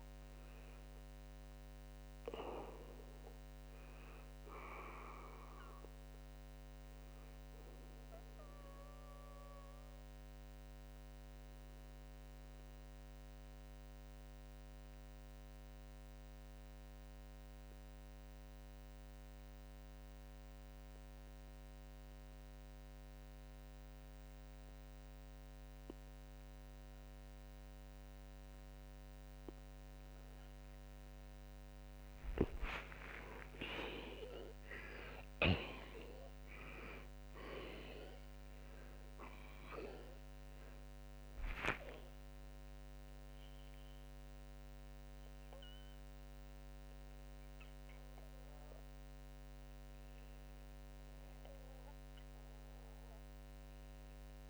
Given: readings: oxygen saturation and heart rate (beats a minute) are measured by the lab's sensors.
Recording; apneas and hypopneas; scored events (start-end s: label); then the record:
breathing in sleep by a microphone on the trachea; 1
8.50-30.00 s: obstructive apnea (oxygen 95% before, 85% lowest)
10.00-29.00 s: oxygen desaturation (device-marked, oxygen 92% before, 85% lowest)
32.50-38.50 s: arousal
48.00-54.50 s: new sleep stage, N1 (lightest sleep)
From the record:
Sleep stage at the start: N2 (light sleep); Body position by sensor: on the back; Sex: male